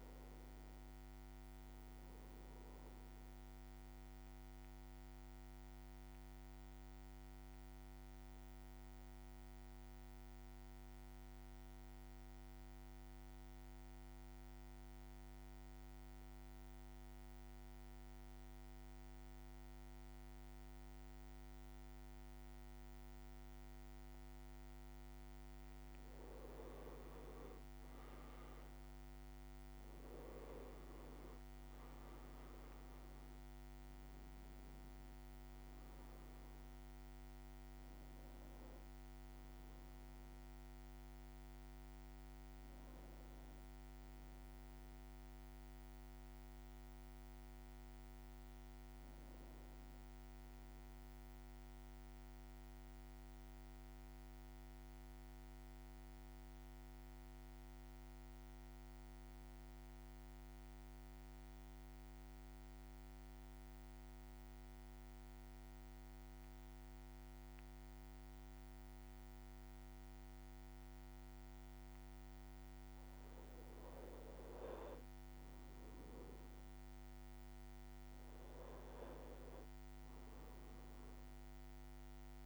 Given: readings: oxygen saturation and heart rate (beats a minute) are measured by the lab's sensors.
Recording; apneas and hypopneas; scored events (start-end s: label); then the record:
breathing in sleep, hard to hear, by a microphone on the trachea; 2
0.00-25.50 s: bradycardia (device-marked, heart rate 54 extreme)
2.50-24.00 s: central apnea (oxygen 98% before, 91% lowest, heart rate 62 before, 55 extreme, up 5 after)
25.50-55.50 s: oxygen desaturation (device-marked, oxygen 98% before, 91% lowest, heart rate 56 before, 55 extreme)
27.00-32.00 s: arousal
34.50-48.50 s: drop in pulse transit time (device-marked, heart rate 58 before, 56 extreme)
36.50-82.46 s: bradycardia (device-marked, heart rate 59 before, 55 extreme)
50.00-72.50 s: mixed apnea (oxygen 98% before, 91% lowest, heart rate 59 before, 55 extreme, up 2 after)
74.50-79.00 s: arousal
76.50-82.46 s: oxygen desaturation (device-marked, oxygen 99% before, 93% lowest, heart rate 56 before, 55 extreme)
From the record:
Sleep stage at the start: N1 (lightest sleep); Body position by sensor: on the back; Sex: male